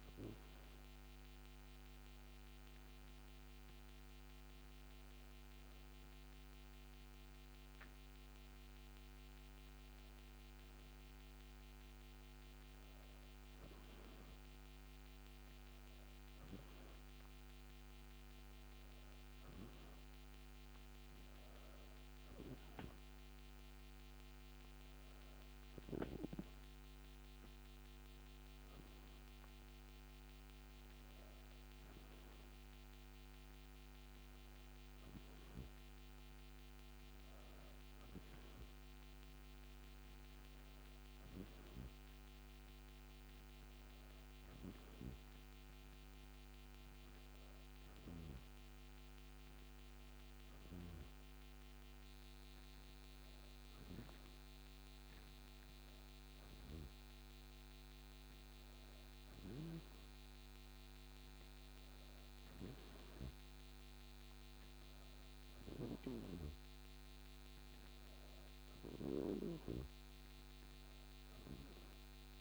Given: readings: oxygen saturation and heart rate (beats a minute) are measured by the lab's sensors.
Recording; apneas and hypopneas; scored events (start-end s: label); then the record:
breathing in sleep by a microphone on the trachea; none
none scored
From the record:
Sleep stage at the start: N2 (light sleep); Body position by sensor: on the back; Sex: female